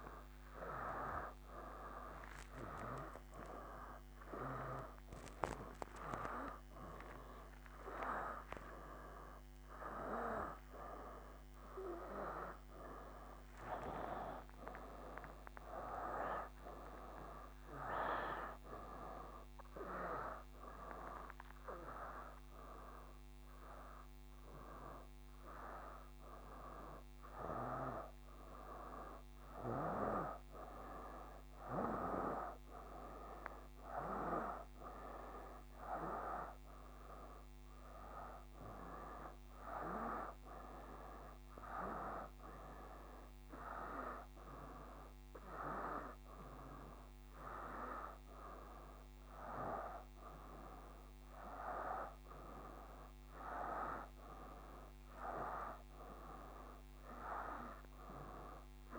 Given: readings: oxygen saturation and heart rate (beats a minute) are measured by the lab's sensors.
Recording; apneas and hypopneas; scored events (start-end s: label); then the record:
a person awake in a sleep study, by a microphone on the trachea; none
9.00-11.00 s: long interval between heartbeats (device-marked)
21.50-23.50 s: long interval between heartbeats (device-marked, heart rate 55 before, 82 extreme)
30.00-58.99 s: new sleep stage, N1 (lightest sleep)
43.00-55.00 s: oxygen desaturation (device-marked, oxygen 95% before, 91% lowest, heart rate 73 before, 69 extreme)
From the record:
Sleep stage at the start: awake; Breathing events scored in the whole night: 353 in 4.3 hours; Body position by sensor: on the back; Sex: male